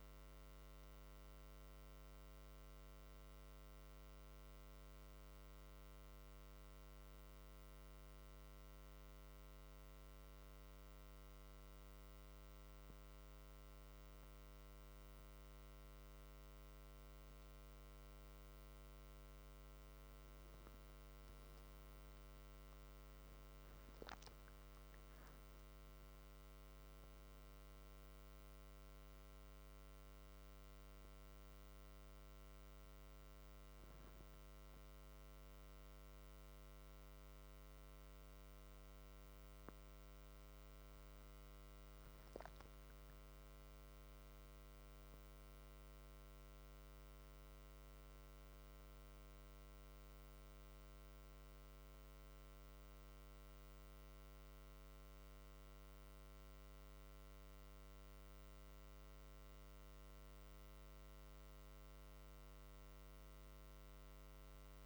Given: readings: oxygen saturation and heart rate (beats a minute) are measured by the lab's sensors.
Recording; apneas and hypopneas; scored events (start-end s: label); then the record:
a person awake in a sleep study, hard to hear, by a microphone on the trachea; none
28.00-64.85 s: new sleep stage, awake
From the record:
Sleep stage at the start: N1 (lightest sleep); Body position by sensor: on the back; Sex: male